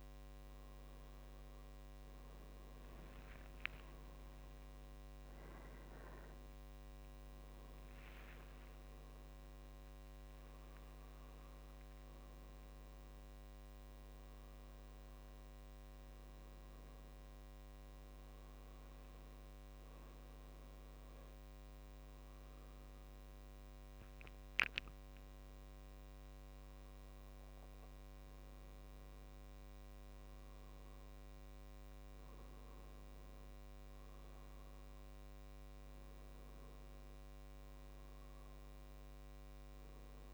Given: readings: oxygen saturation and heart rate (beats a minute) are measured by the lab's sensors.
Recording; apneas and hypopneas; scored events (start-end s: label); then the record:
a person awake in a sleep study, hard to hear, by a microphone on the trachea; none
8.00-10.00 s: long interval between heartbeats (device-marked, heart rate 67 before, 70 extreme)
23.00-25.00 s: long interval between heartbeats (device-marked, heart rate 64 before, 68 extreme)
From the record:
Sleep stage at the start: awake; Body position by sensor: on the right side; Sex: male